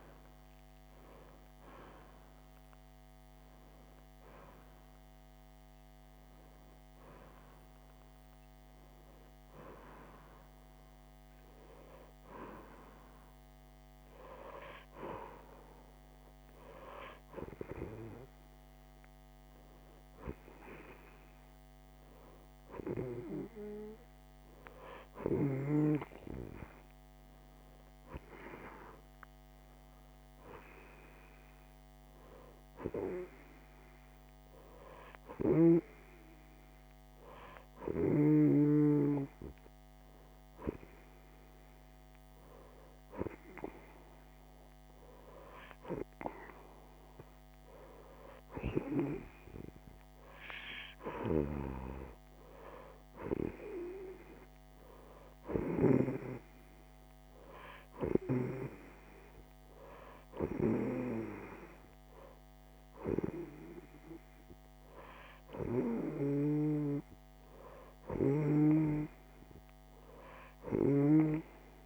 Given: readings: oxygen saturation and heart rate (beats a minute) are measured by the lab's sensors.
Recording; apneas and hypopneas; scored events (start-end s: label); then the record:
breathing in sleep by a microphone on the trachea; 2
1.50-31.50 s: new sleep stage, N1 (lightest sleep)
8.00-19.50 s: hypopnea (oxygen 91% before, 89% lowest, heart rate 77 before, 36 extreme)
21.00-24.00 s: arousal
31.50-71.86 s: new sleep stage, N2 (light sleep)
52.00-54.50 s: arousal
56.50-67.50 s: hypopnea (oxygen 91% before, 89% lowest, heart rate 84 before, 36 extreme, up 59 after)
69.50-71.86 s: arousal
70.50-71.86 s: snoring (device-marked)
From the record:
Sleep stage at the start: N2 (light sleep); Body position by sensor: on the right side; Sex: female